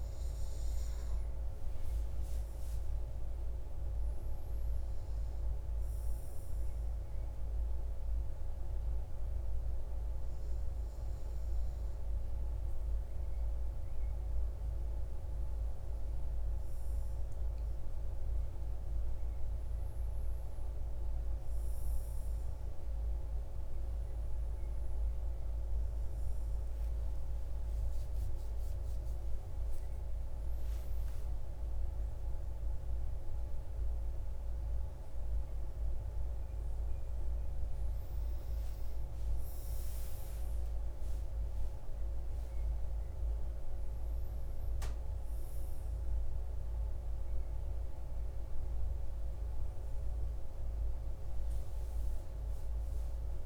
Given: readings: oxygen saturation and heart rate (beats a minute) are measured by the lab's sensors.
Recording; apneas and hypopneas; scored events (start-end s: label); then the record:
a person awake in a sleep study, hard to hear, by a room microphone; none
14.00-44.00 s: new sleep stage, awake
44.00-53.46 s: new sleep stage, N2 (light sleep)
From the record:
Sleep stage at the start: N2 (light sleep); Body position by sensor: on the front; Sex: male